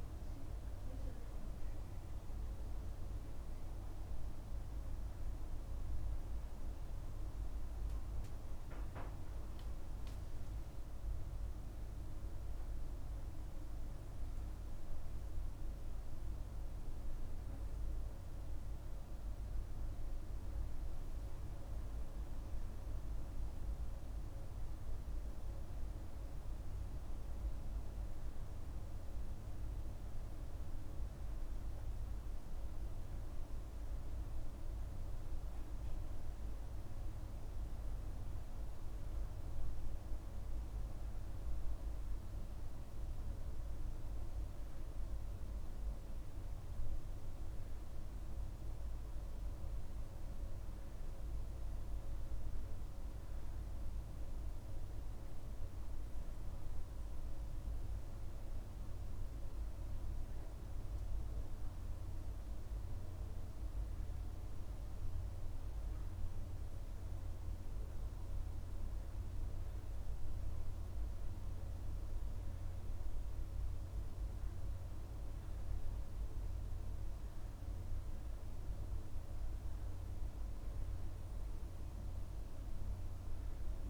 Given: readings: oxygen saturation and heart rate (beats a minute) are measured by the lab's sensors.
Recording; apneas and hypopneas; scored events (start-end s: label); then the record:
breathing in sleep, hard to hear, by a room microphone; none
none scored
From the record:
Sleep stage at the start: N2 (light sleep); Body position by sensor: on the back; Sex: male